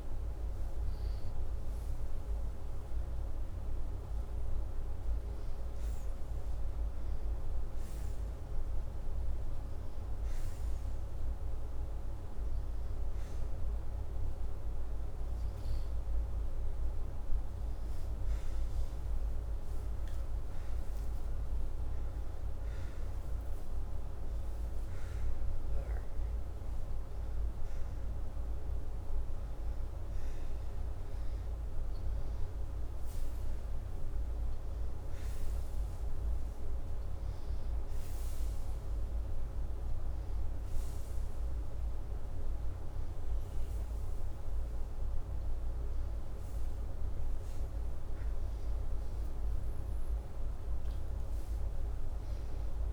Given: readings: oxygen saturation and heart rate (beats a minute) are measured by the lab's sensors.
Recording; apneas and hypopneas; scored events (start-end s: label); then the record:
breathing in sleep, hard to hear, by a room microphone; 1
18.50-21.50 s: arousal
22.50-33.50 s: hypopnea (oxygen 97% before, 94% lowest, heart rate 83 before, 83 extreme, up 2 after)
36.00-39.50 s: arousal
From the record:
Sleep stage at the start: N2 (light sleep); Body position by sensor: upright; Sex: male